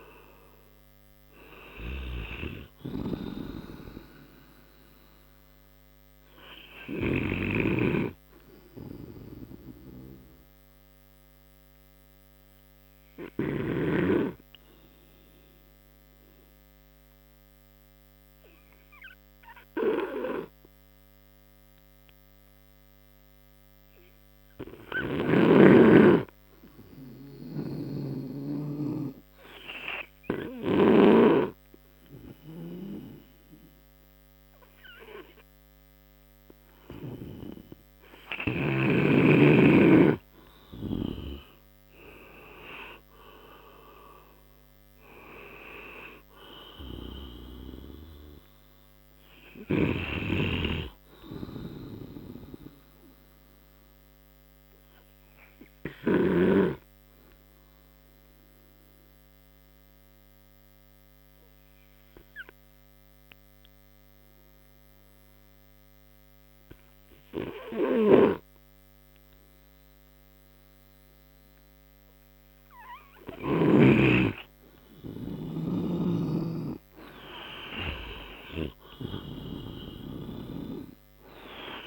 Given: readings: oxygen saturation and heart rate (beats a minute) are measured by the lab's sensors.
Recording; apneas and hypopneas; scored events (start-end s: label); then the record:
breathing in sleep by a microphone on the trachea; 2
4.50-41.00 s: obstructive apnea (oxygen 95% before, 91% lowest)
36.00-47.00 s: oxygen desaturation (device-marked, oxygen 98% before, 91% lowest)
45.50-49.50 s: arousal
54.50-73.50 s: obstructive apnea (oxygen 98% before, 91% lowest)
62.00-68.00 s: oxygen desaturation (device-marked, oxygen 96% before, 92% lowest)
76.50-79.00 s: arousal
From the record:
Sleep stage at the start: N2 (light sleep); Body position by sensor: on the right side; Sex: male